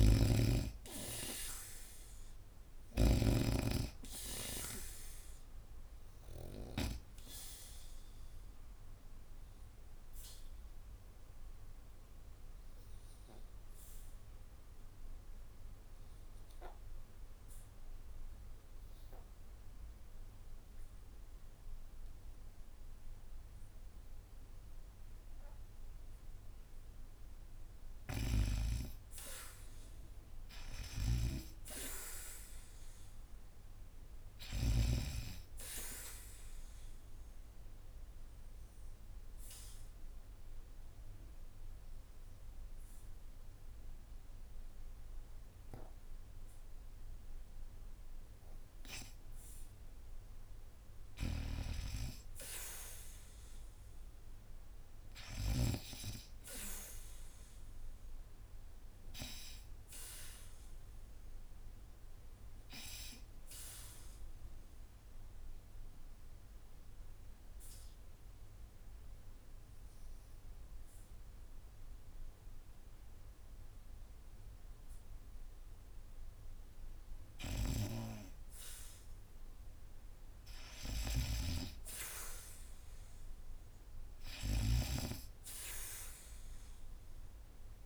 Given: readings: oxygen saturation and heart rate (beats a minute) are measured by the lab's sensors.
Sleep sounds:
breathing in sleep by a room microphone; 3
0.00-3.00 s: snoring (device-marked)
0.00-34.50 s: oxygen desaturation (device-marked, oxygen 82% lowest, heart rate 65 extreme)
8.00-26.00 s: obstructive apnea (oxygen 98% before, 71% lowest, heart rate 71 before, 65 extreme, up 0 after)
27.50-30.00 s: arousal
30.50-34.50 s: snoring (device-marked)
36.50-49.00 s: obstructive apnea (oxygen 94% before, 70% lowest, heart rate 69 before, 73 extreme, up 2 after)
39.50-56.50 s: oxygen desaturation (device-marked, oxygen 94% before, 71% lowest, heart rate 68 before, 71 extreme)
50.50-53.50 s: arousal
50.50-55.50 s: snoring (device-marked)
63.50-77.00 s: obstructive apnea (oxygen 94% before, 70% lowest, heart rate 76 before, 70 extreme, up 0 after)
64.50-77.50 s: oxygen desaturation (device-marked, oxygen 93% before, 77% lowest, heart rate 76 before, 70 extreme)
80.00-83.50 s: arousal
84.00-87.86 s: snoring (device-marked)
From the record:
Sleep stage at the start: N2 (light sleep); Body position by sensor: on the back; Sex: female

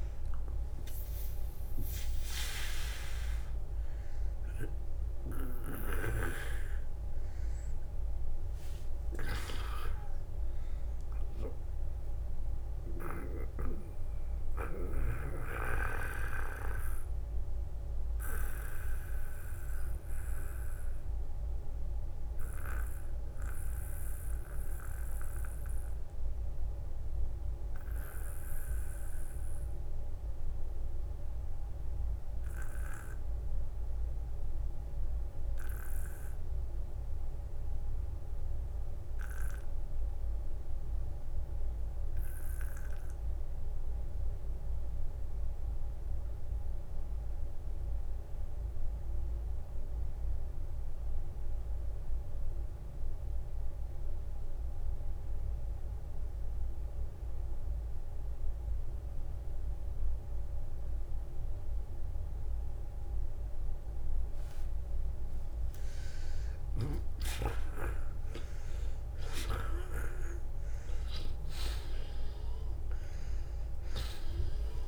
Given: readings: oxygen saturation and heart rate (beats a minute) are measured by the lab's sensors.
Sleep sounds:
breathing in sleep by a room microphone; 1
3.50-11.50 s: oxygen desaturation (device-marked, oxygen 96% before, 93% lowest, heart rate 55 before, 45 extreme)
22.50-41.50 s: oxygen desaturation (device-marked, oxygen 94% before, 87% lowest, heart rate 57 before, 45 extreme)
37.00-39.00 s: long interval between heartbeats (device-marked, heart rate 51 before, 54 extreme)
39.50-41.50 s: long interval between heartbeats (device-marked, heart rate 51 before, 50 extreme)
39.50-63.00 s: obstructive apnea (oxygen 94% before, 76% lowest, heart rate 51 before, 45 extreme, up 12 after)
44.50-46.50 s: long interval between heartbeats (device-marked, heart rate 51 before, 49 extreme)
50.50-74.88 s: oxygen desaturation (device-marked, oxygen 96% before, 76% lowest, heart rate 50 before, 44 extreme)
60.50-62.50 s: long interval between heartbeats (device-marked, heart rate 48 before, 49 extreme)
65.00-69.50 s: arousal
From the record:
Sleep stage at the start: N2 (light sleep); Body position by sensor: on the back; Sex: male

